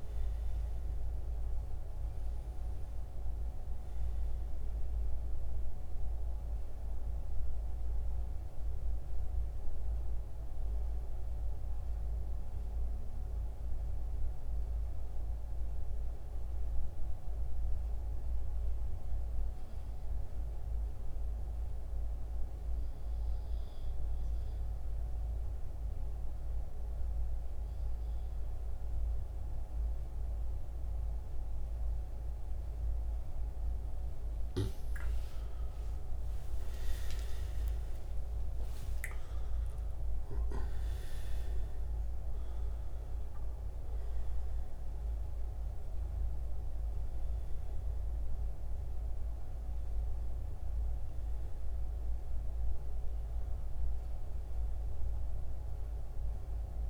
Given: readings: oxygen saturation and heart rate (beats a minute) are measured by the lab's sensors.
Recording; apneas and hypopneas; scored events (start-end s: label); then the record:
breathing in sleep, hard to hear, by a room microphone; 1
5.50-24.50 s: oxygen desaturation (device-marked, oxygen 93% before, 88% lowest, heart rate 73 before, 64 extreme)
8.50-33.00 s: mixed apnea (oxygen 94% before, 83% lowest, heart rate 75 before, 64 extreme, up 14 after)
33.50-56.90 s: oxygen desaturation (device-marked, oxygen 93% before, 83% lowest, heart rate 65 before, 66 extreme)
35.50-42.00 s: arousal
From the record:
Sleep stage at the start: N2 (light sleep); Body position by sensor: on the back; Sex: male